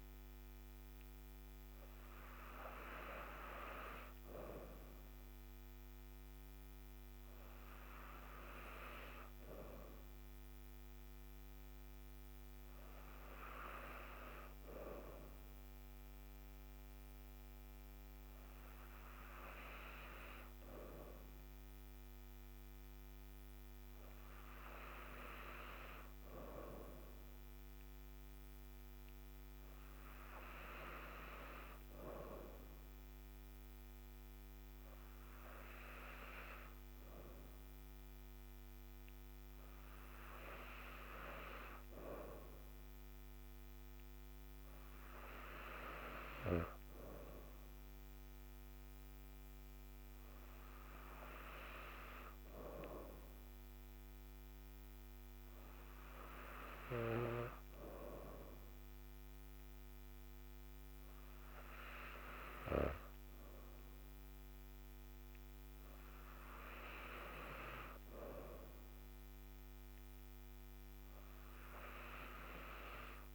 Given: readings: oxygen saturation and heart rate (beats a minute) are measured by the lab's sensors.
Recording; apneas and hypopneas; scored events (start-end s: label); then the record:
breathing in sleep by a microphone on the trachea; none
none scored
From the record:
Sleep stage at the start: N2 (light sleep); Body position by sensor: on the back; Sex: female